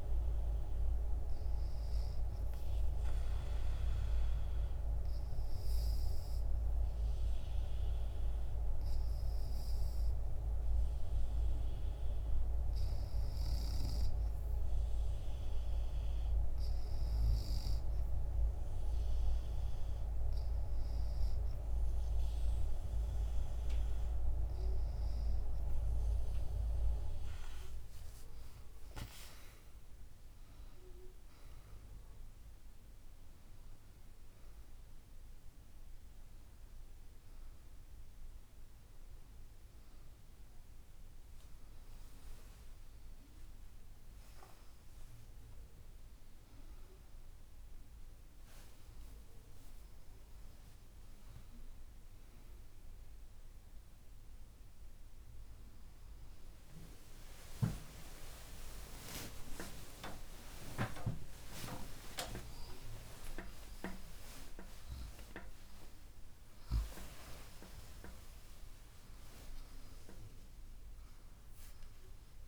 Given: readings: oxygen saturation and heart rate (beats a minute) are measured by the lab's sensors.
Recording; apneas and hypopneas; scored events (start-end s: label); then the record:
a person partly awake in a sleep study, by a room microphone; 1
3.50-14.00 s: hypopnea (oxygen 97% before, 95% lowest, heart rate 69 before, 69 extreme, up 2 after)
16.50-20.00 s: arousal
43.50-72.47 s: new sleep stage, awake
From the record:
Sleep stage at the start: N2 (light sleep); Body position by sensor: on the back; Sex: female